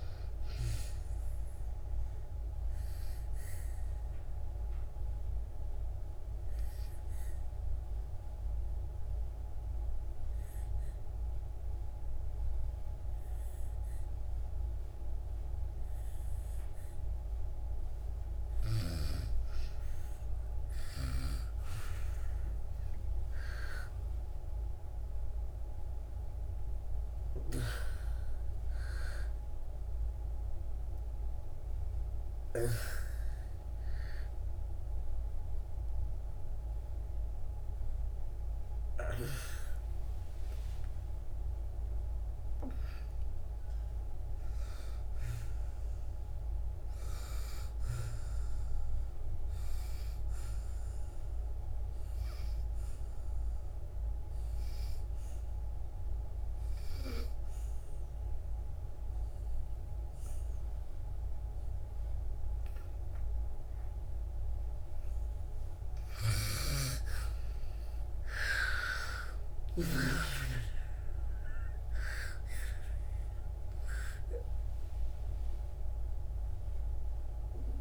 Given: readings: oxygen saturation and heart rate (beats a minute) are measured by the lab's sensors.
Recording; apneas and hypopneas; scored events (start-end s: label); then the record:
breathing in sleep by a room microphone; 2
0.00-21.50 s: oxygen desaturation (device-marked, oxygen 78% lowest, heart rate 37 extreme)
3.00-16.50 s: obstructive apnea (oxygen 98% before, 78% lowest, heart rate 64 before, 60 extreme, up 10 after)
23.00-28.00 s: arousal
32.50-43.50 s: oxygen desaturation (device-marked, oxygen 99% before, 91% lowest, heart rate 67 before, 66 extreme)
52.00-65.50 s: hypopnea (oxygen 99% before, 84% lowest, heart rate 81 before, 66 extreme, up 33 after)
56.50-77.81 s: oxygen desaturation (device-marked, oxygen 96% before, 85% lowest, heart rate 84 before, 65 extreme)
66.00-70.00 s: snoring (device-marked)
74.00-77.81 s: arousal
From the record:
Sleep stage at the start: N2 (light sleep); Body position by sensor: on the back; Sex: female